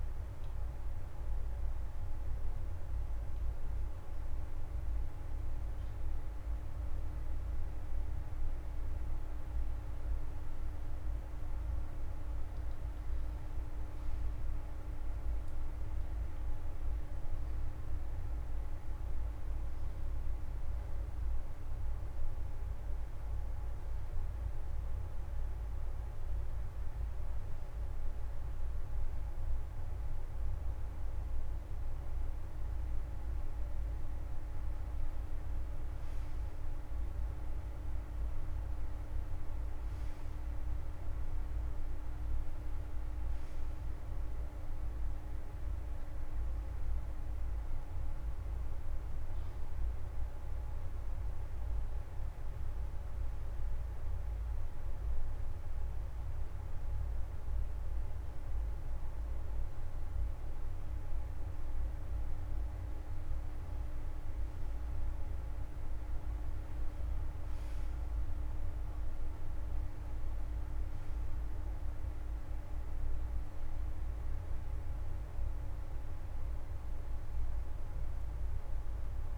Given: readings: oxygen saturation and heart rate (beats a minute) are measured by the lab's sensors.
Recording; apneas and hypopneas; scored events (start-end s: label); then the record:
breathing in sleep, hard to hear, by a room microphone; none
21.00-79.38 s: new sleep stage, N2 (light sleep)
40.00-44.00 s: arousal
From the record:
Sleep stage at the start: N1 (lightest sleep); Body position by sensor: on the front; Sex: male